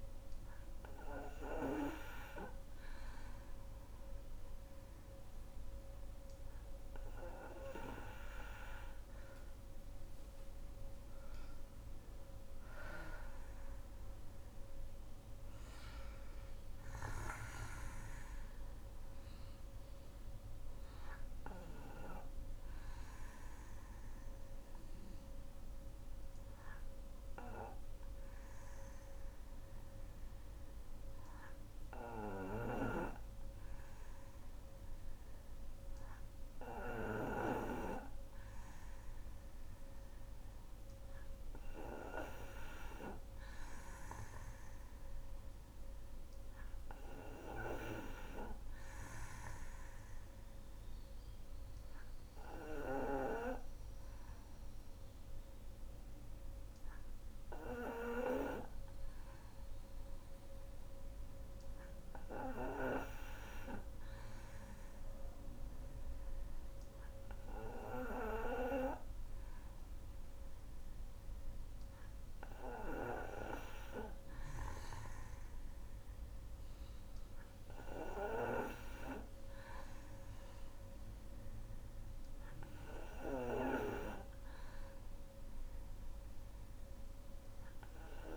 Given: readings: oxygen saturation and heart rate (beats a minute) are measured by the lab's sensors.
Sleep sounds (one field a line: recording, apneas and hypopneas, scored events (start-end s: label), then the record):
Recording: breathing in sleep by a room microphone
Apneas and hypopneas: 1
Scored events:
10.00-14.00 s: arousal
23.00-44.00 s: hypopnea (oxygen 94% before, 91% lowest, heart rate 66 before, 60 extreme, up 1 after)
43.00-58.00 s: oxygen desaturation (device-marked, oxygen 97% before, 91% lowest, heart rate 62 before, 63 extreme)
46.50-50.00 s: arousal
From the record:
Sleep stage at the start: N2 (light sleep)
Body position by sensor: on the back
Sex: female